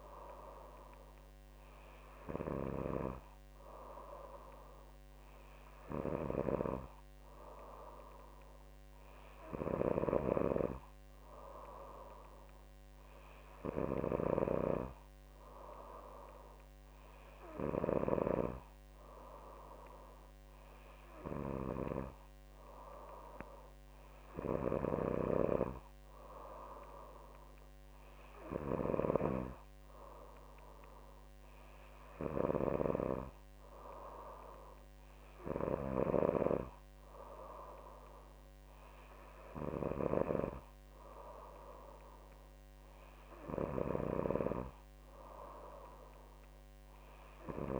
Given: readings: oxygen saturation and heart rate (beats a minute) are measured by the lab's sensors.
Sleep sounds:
breathing in sleep by a microphone on the trachea; none
none scored
From the record:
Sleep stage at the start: N3 (deep sleep); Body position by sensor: on the back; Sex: female

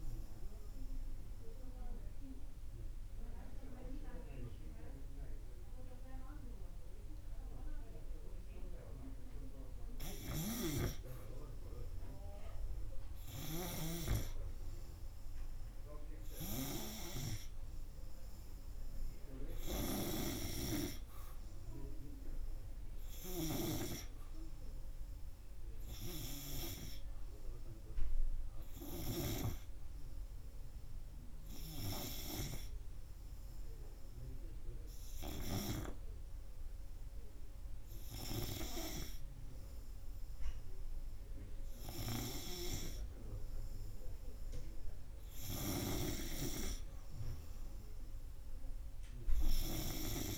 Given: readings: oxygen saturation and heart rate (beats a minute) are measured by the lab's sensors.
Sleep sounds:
breathing in sleep by a room microphone; 1
1.50-11.50 s: obstructive apnea (oxygen 94% before, 90% lowest, heart rate 84 before, 84 extreme, up 3 after)
13.00-18.00 s: arousal
33.00-50.37 s: new sleep stage, REM sleep
From the record:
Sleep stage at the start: N2 (light sleep); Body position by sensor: on the right side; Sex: male

